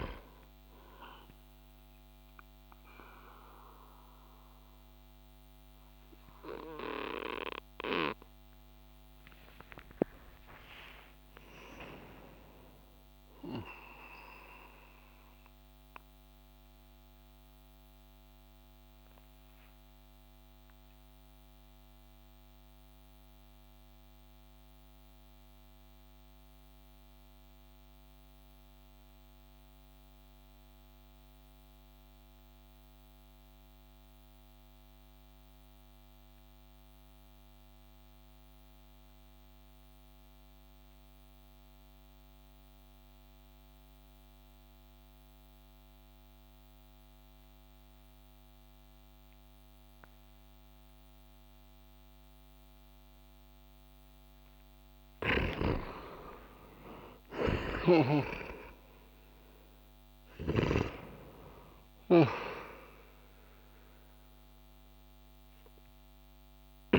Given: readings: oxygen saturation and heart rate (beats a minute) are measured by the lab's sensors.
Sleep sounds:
breathing in sleep by a microphone on the trachea; 1
0.00-17.00 s: oxygen desaturation (device-marked, oxygen 84% lowest)
9.50-14.00 s: arousal
18.00-53.00 s: mixed apnea (oxygen 95% before, 89% lowest)
44.00-66.99 s: oxygen desaturation (device-marked, oxygen 98% before, 89% lowest)
54.50-59.00 s: arousal
From the record:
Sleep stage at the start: N2 (light sleep); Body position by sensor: on the back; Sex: male

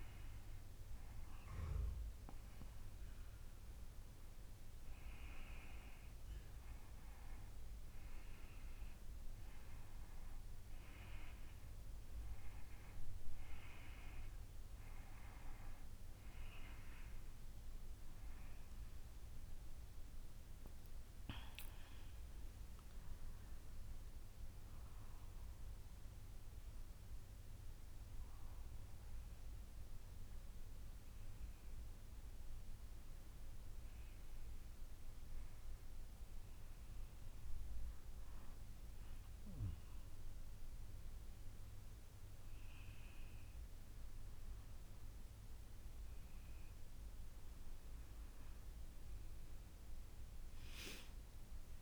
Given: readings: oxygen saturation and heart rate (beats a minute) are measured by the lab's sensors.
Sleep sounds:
breathing in sleep by a room microphone; none
19.00-22.50 s: arousal
From the record:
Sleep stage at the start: N2 (light sleep); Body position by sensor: on the back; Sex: female

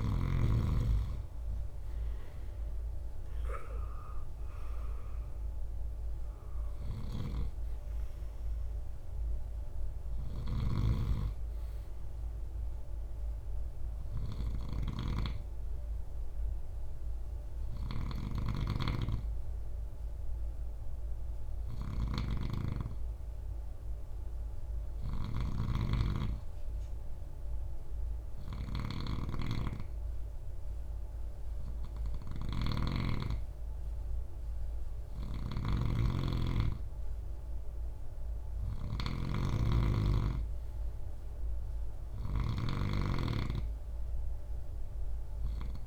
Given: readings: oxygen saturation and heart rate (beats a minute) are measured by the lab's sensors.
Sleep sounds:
breathing in sleep by a room microphone; 1
0.50-4.00 s: arousal
9.50-45.87 s: snoring (device-marked)
26.50-36.50 s: hypopnea (oxygen 97% before, 94% lowest, heart rate 66 before, 64 extreme, up 8 after)
39.50-42.50 s: arousal
From the record:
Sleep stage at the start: N2 (light sleep); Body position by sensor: on the right side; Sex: male

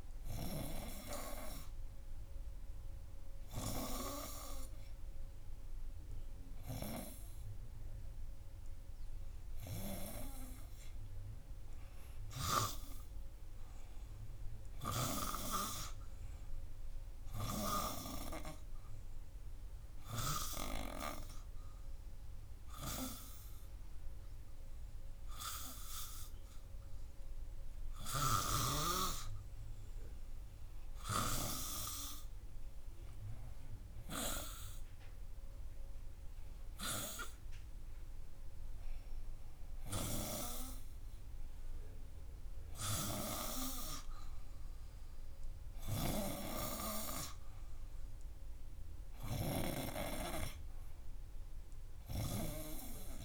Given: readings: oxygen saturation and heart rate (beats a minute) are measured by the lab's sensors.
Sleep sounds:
breathing in sleep by a room microphone; 1
14.50-17.50 s: arousal
20.00-30.00 s: hypopnea (oxygen 98% before, 93% lowest, heart rate 91 before, 91 extreme, up 4 after)
31.50-36.00 s: arousal
From the record:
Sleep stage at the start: N2 (light sleep); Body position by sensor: on the front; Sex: male

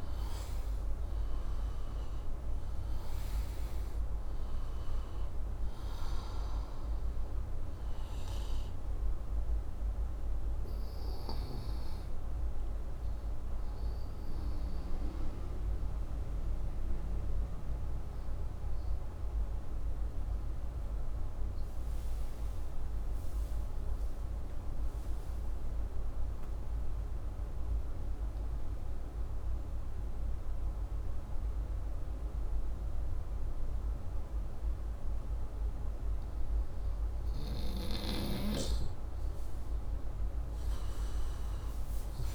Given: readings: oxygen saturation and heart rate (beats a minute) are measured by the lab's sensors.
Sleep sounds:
breathing in sleep, hard to hear, by a room microphone; 1
1.00-27.00 s: oxygen desaturation (device-marked, oxygen 98% before, 88% lowest, heart rate 106 before, 60 extreme)
24.50-37.00 s: obstructive apnea (oxygen 98% before, 89% lowest, heart rate 85 before, 60 extreme, up 3 after)
38.00-41.50 s: arousal
40.00-42.34 s: oxygen desaturation (device-marked, oxygen 99% before, 89% lowest, heart rate 65 before, 59 extreme)
From the record:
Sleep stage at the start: N2 (light sleep); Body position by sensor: upright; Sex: male

